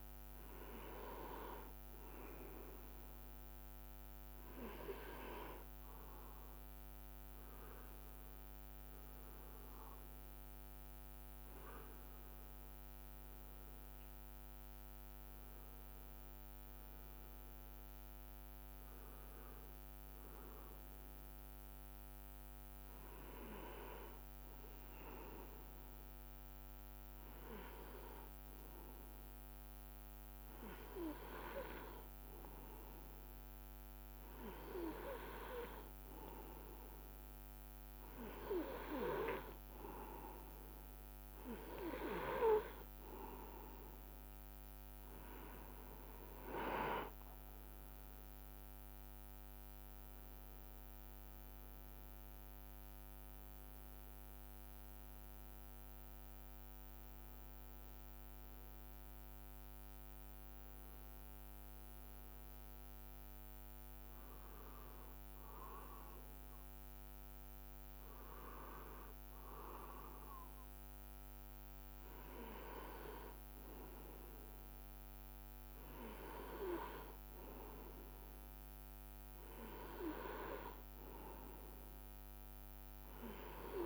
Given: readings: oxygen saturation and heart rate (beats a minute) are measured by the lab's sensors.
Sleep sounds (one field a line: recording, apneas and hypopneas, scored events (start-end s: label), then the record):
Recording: breathing in sleep by a microphone on the trachea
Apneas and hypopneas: none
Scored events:
47.00-51.50 s: arousal
From the record:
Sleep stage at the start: N2 (light sleep)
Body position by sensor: on the right side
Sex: male